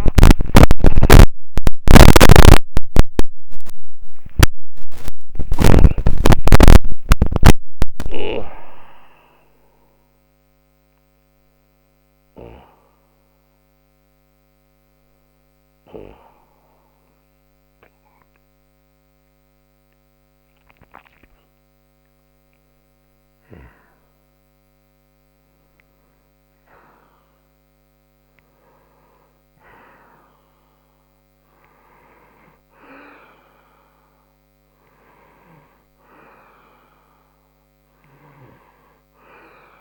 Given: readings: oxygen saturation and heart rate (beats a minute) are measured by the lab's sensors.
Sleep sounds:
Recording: a person partly awake in a sleep study, by a microphone on the trachea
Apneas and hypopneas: none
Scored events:
0.00-4.50 s: oxygen desaturation (device-marked, oxygen 93% lowest)
18.50-39.81 s: new sleep stage, N1 (lightest sleep)
35.50-39.81 s: oxygen desaturation (device-marked, oxygen 97% before, 92% lowest, heart rate 58 before, 60 extreme)
From the record:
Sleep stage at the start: awake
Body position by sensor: on the right side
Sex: male

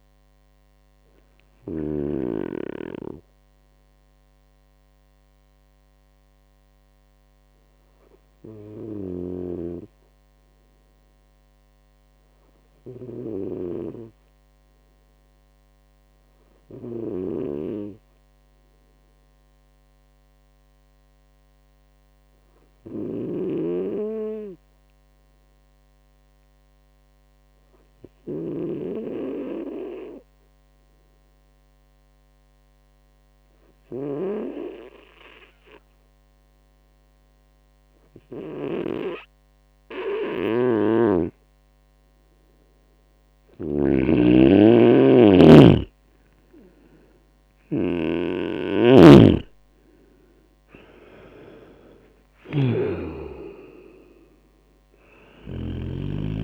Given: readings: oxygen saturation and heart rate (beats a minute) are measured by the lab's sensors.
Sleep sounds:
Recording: breathing in sleep by a microphone on the trachea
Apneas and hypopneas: 1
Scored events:
0.00-1.50 s: snoring (device-marked)
6.50-40.50 s: hypopnea (oxygen 99% before, 96% lowest)
8.50-34.00 s: snoring (device-marked)
40.00-55.50 s: snoring (device-marked)
42.50-45.50 s: arousal
From the record:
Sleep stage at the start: N2 (light sleep)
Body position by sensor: on the right side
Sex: male

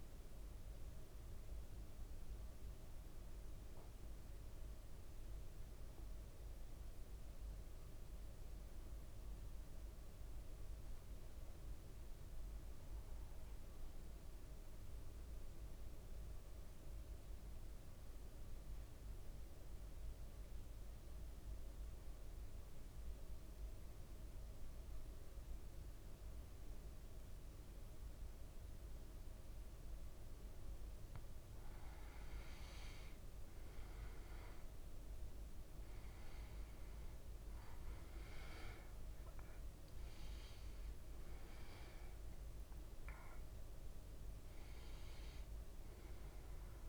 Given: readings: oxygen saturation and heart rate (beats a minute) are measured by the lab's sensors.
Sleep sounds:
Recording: breathing in sleep, hard to hear, by a room microphone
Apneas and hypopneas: 1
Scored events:
8.00-11.50 s: arousal
14.50-30.50 s: central apnea (oxygen 100% before, 93% lowest, heart rate 56 before, 55 extreme, up 6 after)
34.00-39.00 s: arousal
36.00-46.88 s: oxygen desaturation (device-marked, oxygen 98% before, 93% lowest, heart rate 56 before, 54 extreme)
From the record:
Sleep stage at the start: N2 (light sleep)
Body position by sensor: on the back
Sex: male

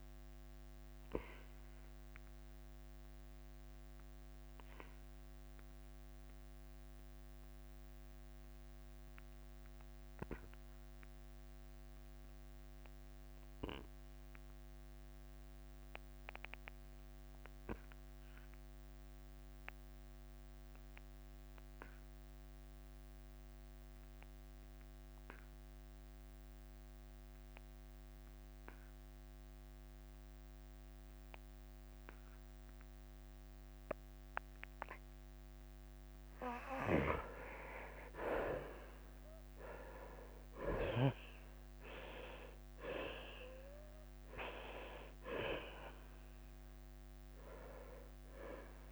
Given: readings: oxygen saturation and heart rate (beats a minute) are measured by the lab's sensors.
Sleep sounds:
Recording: breathing in sleep by a microphone on the trachea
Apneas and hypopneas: 1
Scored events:
0.00-4.50 s: drop in pulse transit time (device-marked, heart rate 88 extreme)
0.50-36.50 s: obstructive apnea (oxygen 97% before, 71% lowest, heart rate 89 before, 82 extreme, up 11 after)
14.50-30.50 s: oxygen desaturation (device-marked, oxygen 92% before, 71% lowest, heart rate 91 before, 82 extreme)
37.50-48.91 s: drop in pulse transit time (device-marked, heart rate 85 before, 86 extreme)
38.50-43.50 s: arousal
From the record:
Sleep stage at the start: REM sleep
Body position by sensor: on the back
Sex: male

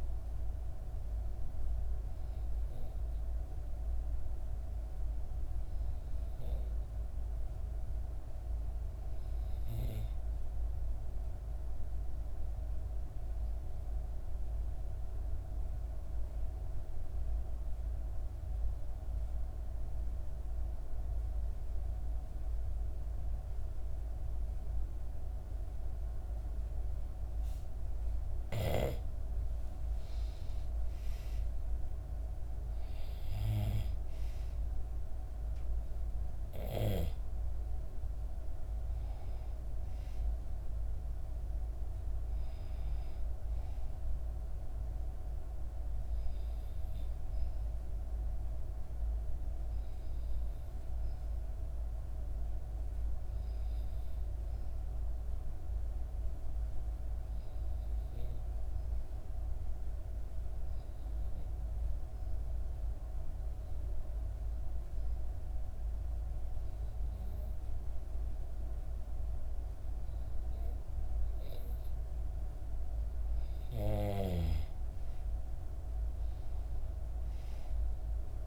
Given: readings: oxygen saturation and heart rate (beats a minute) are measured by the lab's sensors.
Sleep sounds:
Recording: breathing in sleep, hard to hear, by a room microphone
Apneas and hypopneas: 2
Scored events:
0.00-6.50 s: oxygen desaturation (device-marked, oxygen 88% lowest, heart rate 57 extreme)
11.50-27.50 s: obstructive apnea (oxygen 98% before, 90% lowest, heart rate 59 before, 58 extreme, up 4 after)
29.00-33.50 s: arousal
29.50-52.50 s: oxygen desaturation (device-marked, oxygen 96% before, 90% lowest, heart rate 60 before, 57 extreme)
55.50-71.00 s: obstructive apnea (oxygen 97% before, 91% lowest, heart rate 60 before, 58 extreme, up 4 after)
72.50-78.47 s: oxygen desaturation (device-marked, oxygen 97% before, 91% lowest, heart rate 59 before, 58 extreme)
74.50-78.00 s: arousal
From the record:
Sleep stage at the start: N2 (light sleep)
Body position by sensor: on the back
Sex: female

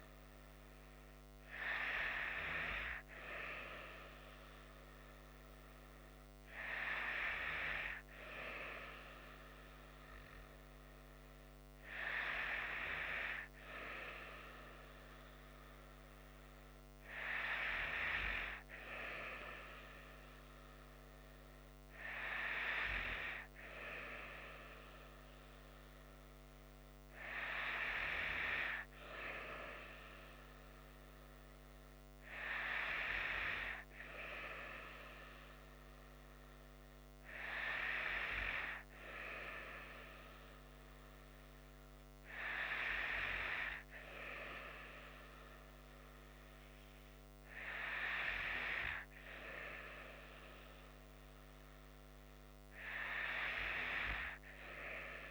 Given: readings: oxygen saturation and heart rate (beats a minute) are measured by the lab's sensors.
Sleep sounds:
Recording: breathing in sleep by a microphone on the trachea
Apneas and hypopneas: none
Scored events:
none scored
From the record:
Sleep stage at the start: N2 (light sleep)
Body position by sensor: on the right side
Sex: female

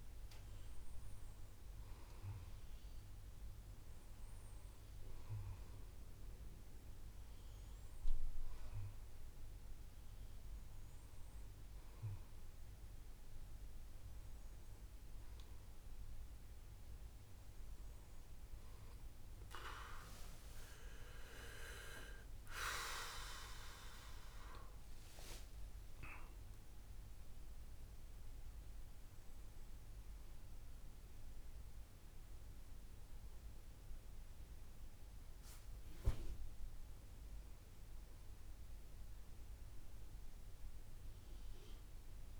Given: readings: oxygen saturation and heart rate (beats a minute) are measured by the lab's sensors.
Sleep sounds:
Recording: a person awake in a sleep study, by a room microphone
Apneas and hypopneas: none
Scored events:
34.00-42.40 s: new sleep stage, N1 (lightest sleep)
From the record:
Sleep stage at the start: awake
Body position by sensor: on the back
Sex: male

